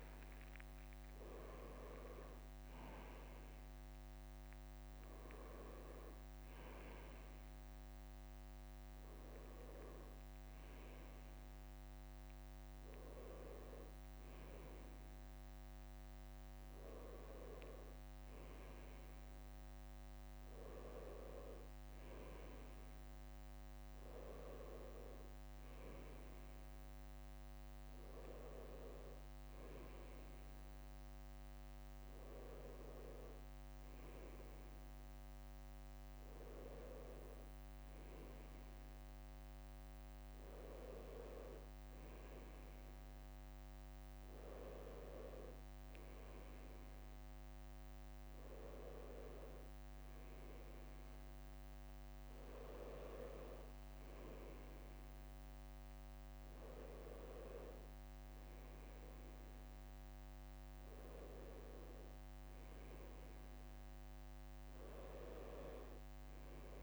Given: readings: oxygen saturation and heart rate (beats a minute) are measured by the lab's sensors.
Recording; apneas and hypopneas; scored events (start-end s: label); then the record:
a person partly awake in a sleep study, by a microphone on the trachea; none
5.50-10.00 s: leg movement (device-marked)
15.50-66.83 s: new sleep stage, N1 (lightest sleep)
From the record:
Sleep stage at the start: awake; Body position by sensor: on the right side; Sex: male